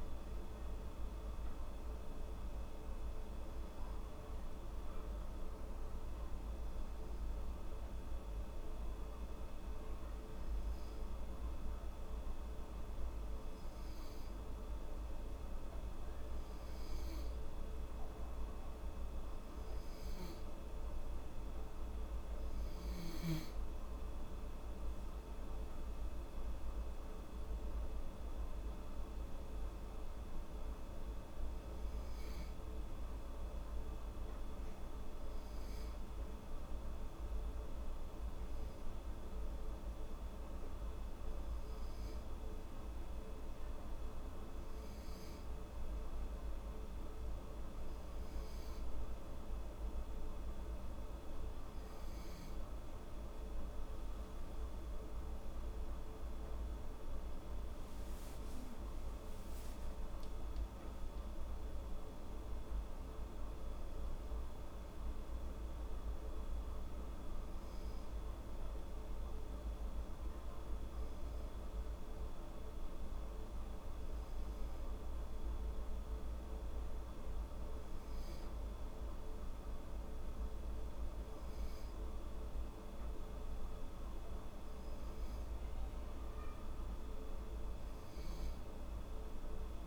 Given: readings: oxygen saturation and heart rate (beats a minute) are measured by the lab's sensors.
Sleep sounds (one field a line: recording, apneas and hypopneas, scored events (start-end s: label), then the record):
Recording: breathing in sleep, hard to hear, by a room microphone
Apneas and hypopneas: 2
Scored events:
4.50-20.50 s: hypopnea (oxygen 96% before, 94% lowest, heart rate 78 before, 73 extreme, up 6 after)
24.50-28.50 s: arousal
37.00-52.00 s: hypopnea (oxygen 97% before, 94% lowest, heart rate 79 before, 74 extreme, up 5 after)
54.00-59.50 s: arousal
From the record:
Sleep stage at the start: N2 (light sleep)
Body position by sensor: on the back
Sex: female